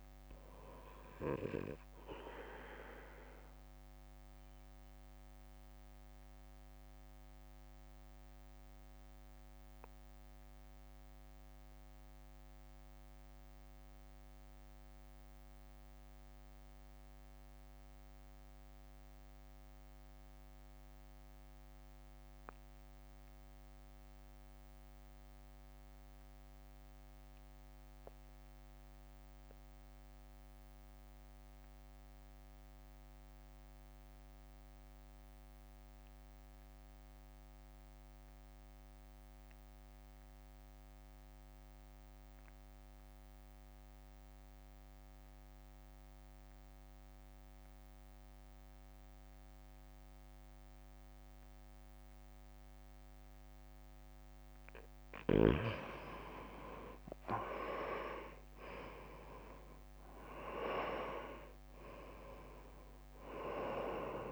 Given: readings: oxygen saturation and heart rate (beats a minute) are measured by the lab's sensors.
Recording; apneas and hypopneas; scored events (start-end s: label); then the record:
breathing in sleep by a microphone on the trachea; 1
0.00-4.00 s: oxygen desaturation (device-marked, oxygen 86% lowest, heart rate 54 extreme)
0.00-8.00 s: drop in pulse transit time (device-marked, heart rate 54 extreme)
4.50-53.50 s: mixed apnea (oxygen 97% before, 78% lowest, heart rate 58 before, 48 extreme, up 11 after)
9.00-26.00 s: oxygen desaturation (device-marked, oxygen 88% before, 84% lowest, heart rate 58 before, 48 extreme)
36.00-44.00 s: drop in pulse transit time (device-marked, heart rate 63 before, 49 extreme)
52.00-64.32 s: oxygen desaturation (device-marked, oxygen 94% before, 78% lowest, heart rate 52 before, 53 extreme)
57.00-61.50 s: arousal
60.00-64.32 s: drop in pulse transit time (device-marked, heart rate 51 before, 54 extreme)
From the record:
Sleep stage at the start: REM sleep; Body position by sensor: on the right side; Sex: male